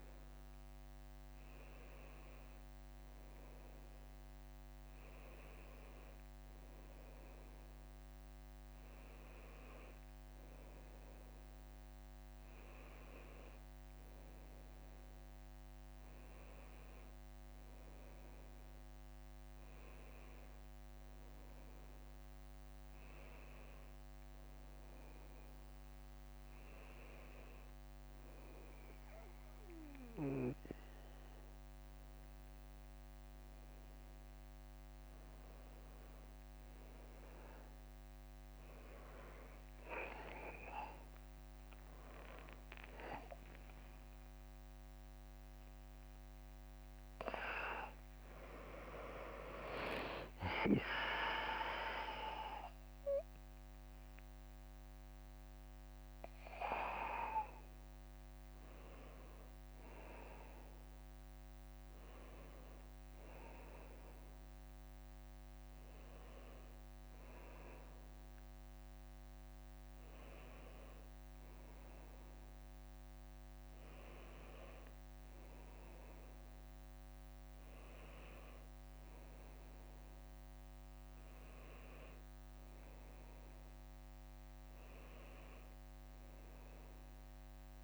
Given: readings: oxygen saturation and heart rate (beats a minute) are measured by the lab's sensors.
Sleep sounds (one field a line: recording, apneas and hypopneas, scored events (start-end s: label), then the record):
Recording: breathing in sleep by a microphone on the trachea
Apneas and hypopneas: none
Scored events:
0.00-2.00 s: long interval between heartbeats (device-marked, heart rate 93 before, 107 extreme)
2.50-3.00 s: leg movement (device-marked)
7.50-9.50 s: long interval between heartbeats (device-marked, heart rate 98 before, 69 extreme)
9.00-15.00 s: tachycardia (device-marked, heart rate 70 before, 108 extreme)
10.00-11.00 s: leg movement (device-marked)
12.00-14.00 s: long interval between heartbeats (device-marked, heart rate 93 before, 106 extreme)
13.50-14.50 s: leg movement (device-marked)
14.50-16.50 s: long interval between heartbeats (device-marked, heart rate 94 before, 108 extreme)
16.00-19.00 s: tachycardia (device-marked, heart rate 71 before, 125 extreme)
17.00-18.00 s: leg movement (device-marked)
18.00-20.00 s: long interval between heartbeats (device-marked, heart rate 98 before, 100 extreme)
20.00-22.00 s: tachycardia (device-marked, heart rate 71 before, 115 extreme)
22.00-24.00 s: long interval between heartbeats (device-marked, heart rate 98 before, 100 extreme)
22.50-23.50 s: leg movement (device-marked)
24.50-26.50 s: long interval between heartbeats (device-marked, heart rate 98 before, 99 extreme)
31.00-47.00 s: tachycardia (device-marked, heart rate 70 before, 183 extreme)
31.50-33.50 s: long interval between heartbeats (device-marked, heart rate 103 before, 76 extreme)
33.50-35.50 s: long interval between heartbeats (device-marked, heart rate 100 before, 88 extreme)
38.50-41.50 s: leg movement (device-marked)
39.50-41.50 s: long interval between heartbeats (device-marked, heart rate 98 before, 108 extreme)
42.00-44.00 s: leg movement (device-marked)
42.00-44.00 s: long interval between heartbeats (device-marked, heart rate 98 before, 138 extreme)
44.50-46.50 s: long interval between heartbeats (device-marked, heart rate 102 before, 171 extreme)
45.00-64.00 s: drop in pulse transit time (device-marked, heart rate 105 before, 68 extreme)
From the record:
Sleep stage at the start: N1 (lightest sleep)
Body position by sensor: on the back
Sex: male